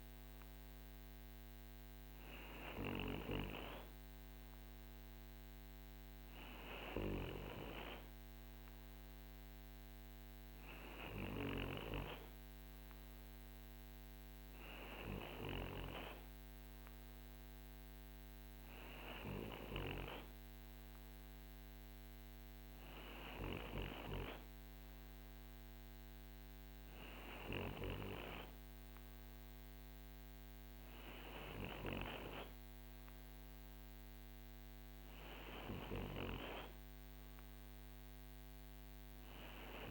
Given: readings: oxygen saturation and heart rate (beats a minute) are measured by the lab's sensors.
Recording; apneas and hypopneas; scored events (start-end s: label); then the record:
breathing in sleep by a microphone on the trachea; none
none scored
From the record:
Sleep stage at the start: N2 (light sleep); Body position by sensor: on the right side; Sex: male